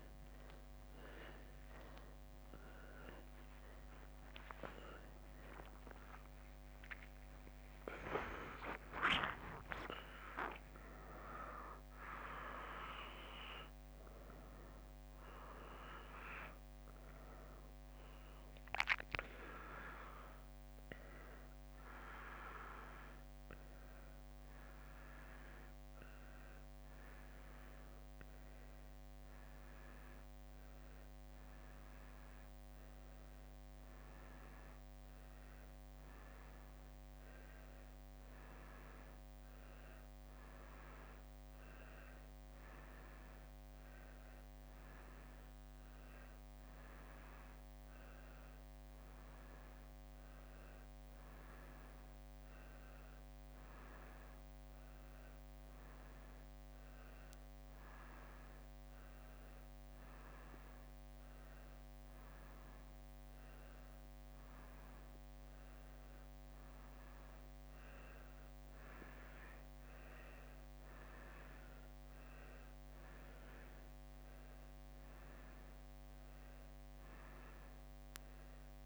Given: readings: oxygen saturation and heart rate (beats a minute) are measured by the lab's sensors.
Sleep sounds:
a person awake in a sleep study, by a microphone on the trachea; none
0.00-10.50 s: oxygen desaturation (device-marked, oxygen 94% lowest, heart rate 67 extreme)
3.50-4.50 s: leg movement (device-marked)
7.50-9.50 s: leg movement (device-marked)
16.50-20.50 s: leg movement (device-marked)
28.50-34.00 s: leg movement (device-marked)
31.50-44.50 s: oxygen desaturation (device-marked, oxygen 98% before, 94% lowest, heart rate 75 before, 65 extreme)
From the record:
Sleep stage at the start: awake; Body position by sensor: on the right side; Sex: female

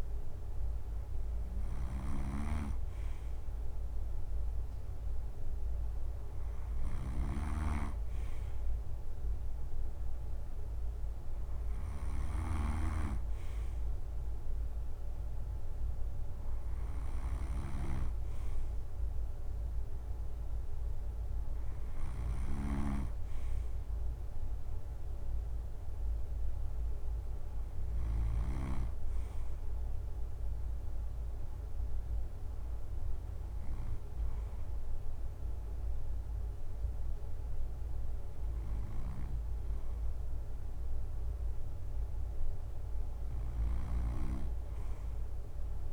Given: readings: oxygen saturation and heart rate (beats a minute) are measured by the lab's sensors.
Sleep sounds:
breathing in sleep by a room microphone; none
0.00-21.50 s: snoring (device-marked)
37.00-45.93 s: new sleep stage, awake
From the record:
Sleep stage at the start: N2 (light sleep); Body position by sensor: on the right side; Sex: male

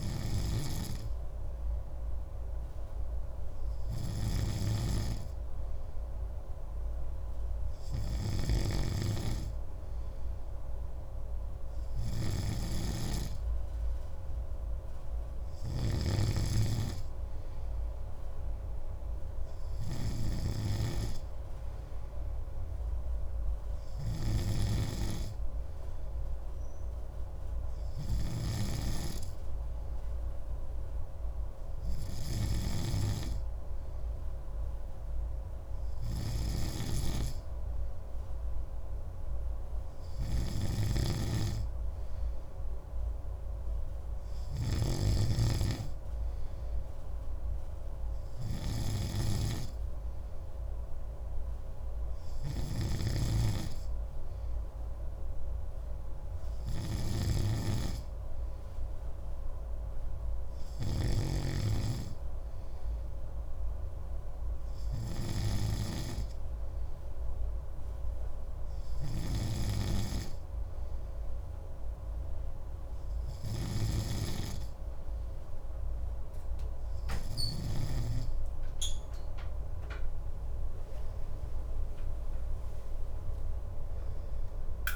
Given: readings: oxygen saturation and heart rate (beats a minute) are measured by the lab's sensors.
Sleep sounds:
breathing in sleep by a room microphone; none
0.00-78.00 s: snoring (device-marked)
70.50-84.95 s: new sleep stage, awake
From the record:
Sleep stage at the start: N3 (deep sleep); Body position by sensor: on the right side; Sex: male

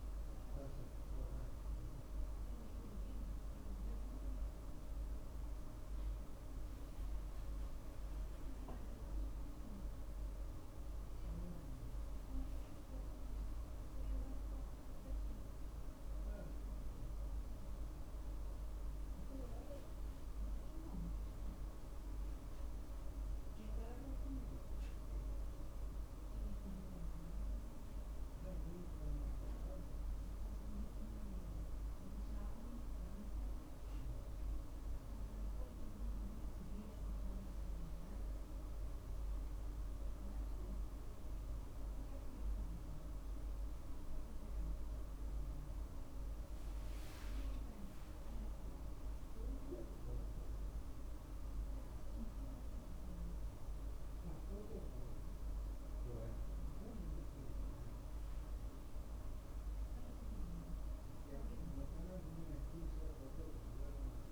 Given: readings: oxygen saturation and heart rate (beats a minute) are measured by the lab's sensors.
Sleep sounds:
a person awake in a sleep study, hard to hear, by a room microphone; none
none scored
From the record:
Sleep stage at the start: awake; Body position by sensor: on the right side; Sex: male

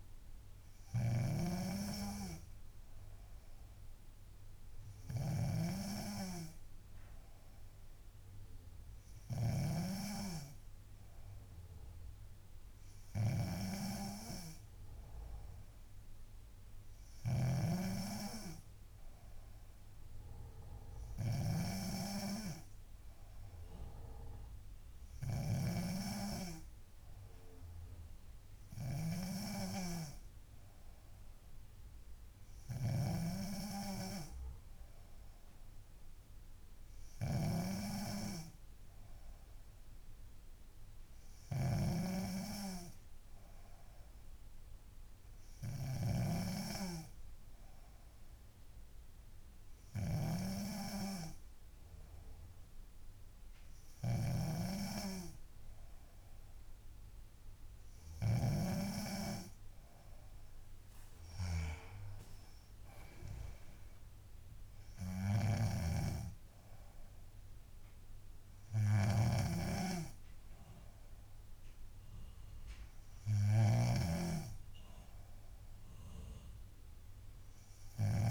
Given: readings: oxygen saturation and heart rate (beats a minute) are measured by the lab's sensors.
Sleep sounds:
breathing in sleep by a room microphone; none
0.00-10.00 s: snoring (device-marked)
17.50-47.00 s: snoring (device-marked)
69.00-78.31 s: snoring (device-marked)
From the record:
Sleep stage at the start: N3 (deep sleep); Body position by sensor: on the back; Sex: female

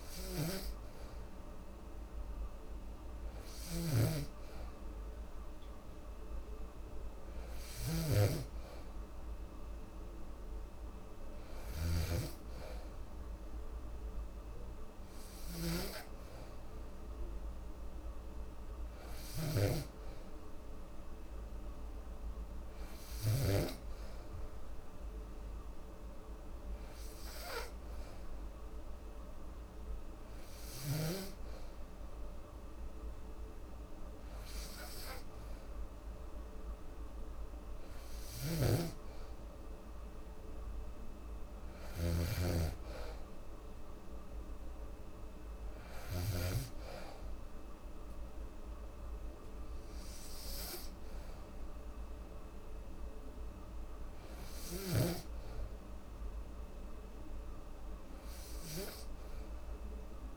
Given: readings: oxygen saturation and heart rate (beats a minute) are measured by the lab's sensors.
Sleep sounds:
breathing in sleep by a room microphone; none
38.00-42.00 s: snoring (device-marked)
From the record:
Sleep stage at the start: N2 (light sleep); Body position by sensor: on the back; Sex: female

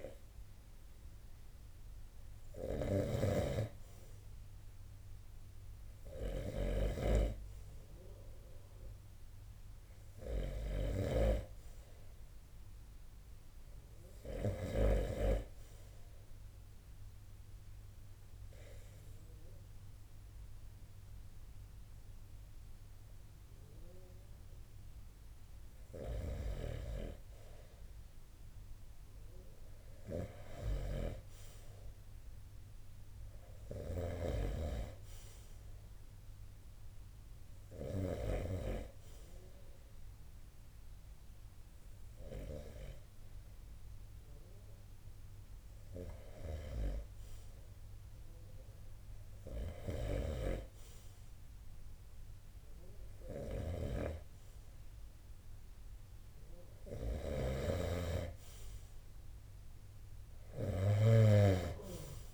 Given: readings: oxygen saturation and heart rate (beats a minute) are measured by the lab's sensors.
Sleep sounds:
breathing in sleep by a room microphone; 2
0.00-6.50 s: oxygen desaturation (device-marked, oxygen 89% lowest)
1.50-10.50 s: snoring (device-marked)
15.50-26.00 s: obstructive apnea (oxygen 92% before, 85% lowest)
29.00-32.00 s: arousal
33.00-37.50 s: snoring (device-marked)
36.50-62.34 s: new sleep stage, REM sleep
37.50-51.50 s: oxygen desaturation (device-marked, oxygen 91% before, 85% lowest)
38.50-48.50 s: hypopnea (oxygen 92% before, 83% lowest)
49.00-60.00 s: snoring (device-marked)
58.00-62.00 s: arousal
From the record:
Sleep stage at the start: N2 (light sleep); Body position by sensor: on the right side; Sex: male

